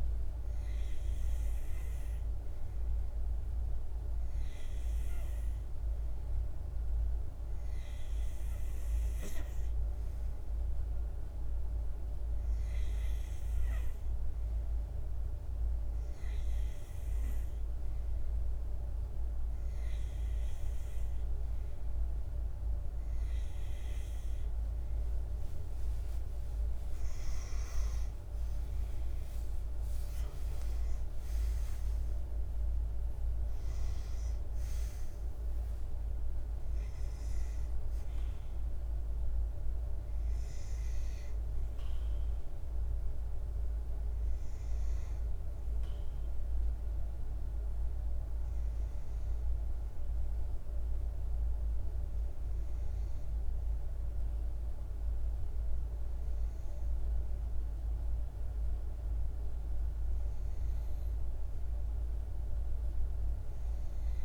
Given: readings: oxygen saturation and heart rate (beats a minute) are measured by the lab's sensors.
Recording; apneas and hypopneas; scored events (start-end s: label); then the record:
breathing in sleep, hard to hear, by a room microphone; none
25.50-30.50 s: arousal
From the record:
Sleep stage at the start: N2 (light sleep); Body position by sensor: on the back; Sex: male